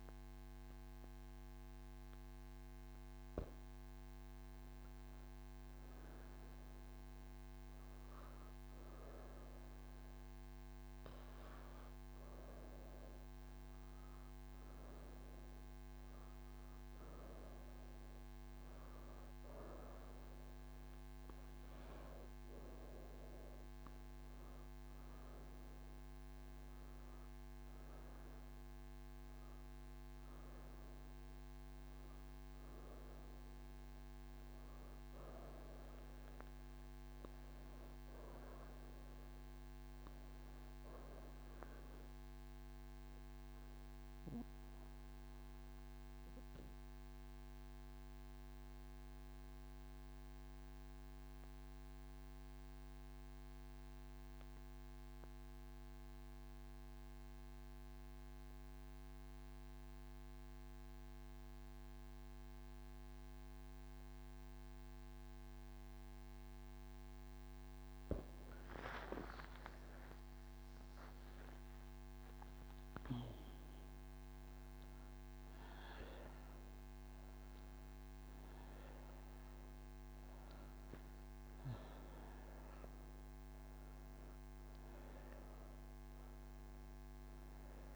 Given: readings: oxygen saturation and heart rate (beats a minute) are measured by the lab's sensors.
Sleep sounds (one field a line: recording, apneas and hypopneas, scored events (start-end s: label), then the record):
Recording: breathing in sleep, hard to hear, by a microphone on the trachea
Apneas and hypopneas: none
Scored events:
8.50-39.50 s: oxygen desaturation (device-marked, oxygen 99% before, 94% lowest, heart rate 103 before, 73 extreme)
From the record:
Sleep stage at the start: N3 (deep sleep)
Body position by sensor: on the right side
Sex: female